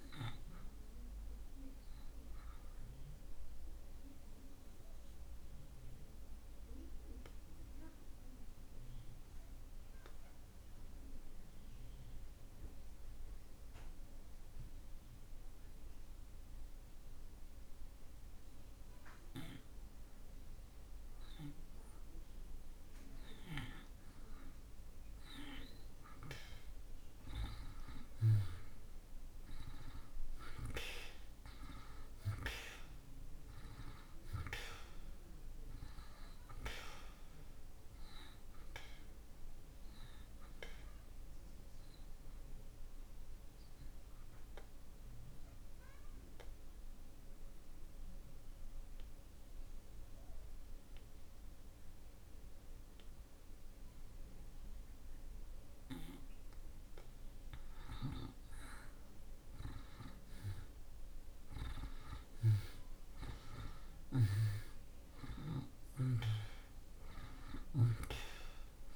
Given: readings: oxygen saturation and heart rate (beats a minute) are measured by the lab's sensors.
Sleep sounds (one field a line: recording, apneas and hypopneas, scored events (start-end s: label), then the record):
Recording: breathing in sleep by a room microphone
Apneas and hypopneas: 2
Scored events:
0.00-21.00 s: oxygen desaturation (device-marked, oxygen 75% lowest)
3.00-19.50 s: obstructive apnea (oxygen 96% before, 75% lowest)
23.00-28.00 s: arousal
31.00-58.00 s: oxygen desaturation (device-marked, oxygen 97% before, 78% lowest)
42.00-56.50 s: obstructive apnea (oxygen 97% before, 77% lowest)
59.00-62.50 s: arousal
From the record:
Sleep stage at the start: N2 (light sleep)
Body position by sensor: on the back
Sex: male